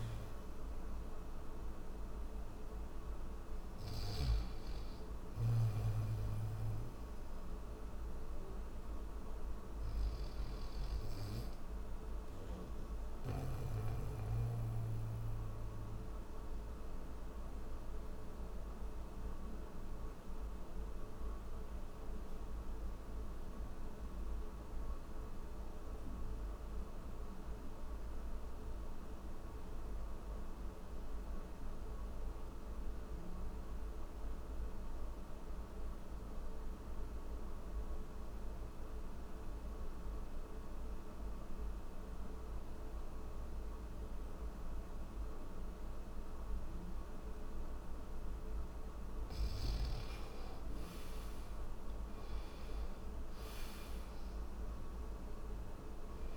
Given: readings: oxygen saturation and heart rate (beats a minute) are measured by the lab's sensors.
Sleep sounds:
breathing in sleep, hard to hear, by a room microphone; none
0.00-3.50 s: snoring (device-marked)
9.50-13.00 s: snoring (device-marked)
From the record:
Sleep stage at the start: N3 (deep sleep); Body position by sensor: on the back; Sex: male

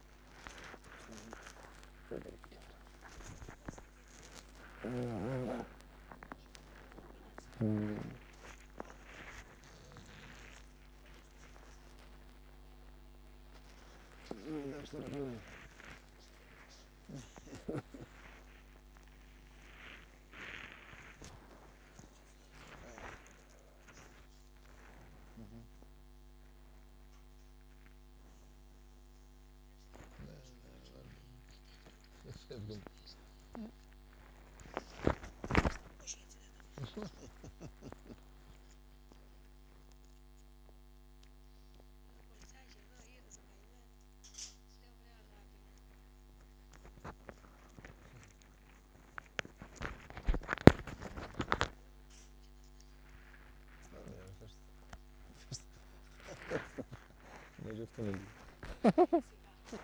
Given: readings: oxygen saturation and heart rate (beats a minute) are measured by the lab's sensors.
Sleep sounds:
a person awake in a sleep study, by a microphone on the trachea; none
30.50-35.50 s: snoring (device-marked)
From the record:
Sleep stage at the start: awake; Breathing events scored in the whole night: 91 in 7.6 hours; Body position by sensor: on the right side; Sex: male

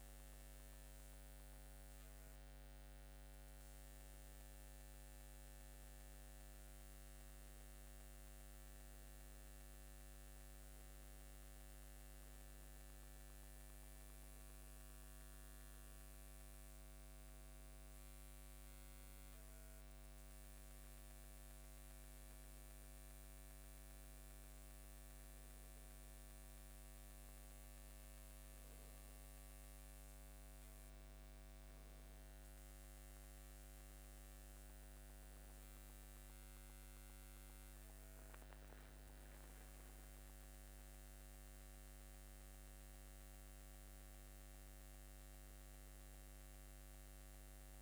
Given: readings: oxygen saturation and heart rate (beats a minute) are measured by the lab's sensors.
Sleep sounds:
breathing in sleep, hard to hear, by a microphone on the trachea; none
40.00-44.00 s: arousal
From the record:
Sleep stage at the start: N2 (light sleep); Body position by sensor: upright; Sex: male

